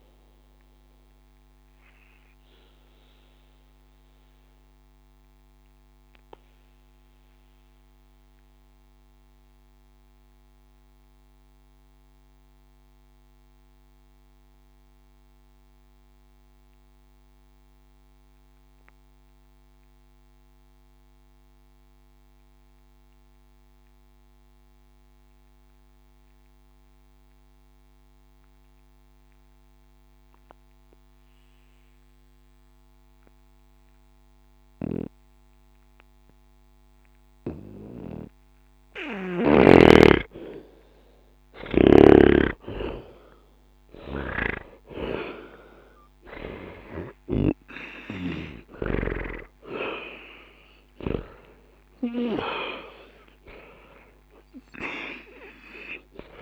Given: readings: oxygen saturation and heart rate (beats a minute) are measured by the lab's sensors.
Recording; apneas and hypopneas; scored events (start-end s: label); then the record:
breathing in sleep by a microphone on the trachea; 1
0.00-14.50 s: oxygen desaturation (device-marked, oxygen 78% lowest, heart rate 60 extreme)
2.00-40.00 s: obstructive apnea (oxygen 95% before, 78% lowest, heart rate 69 before, 60 extreme, up 40 after)
36.50-56.42 s: oxygen desaturation (device-marked, oxygen 98% before, 80% lowest, heart rate 60 before, 60 extreme)
42.00-45.50 s: arousal
From the record:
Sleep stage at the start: N2 (light sleep); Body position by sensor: on the back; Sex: male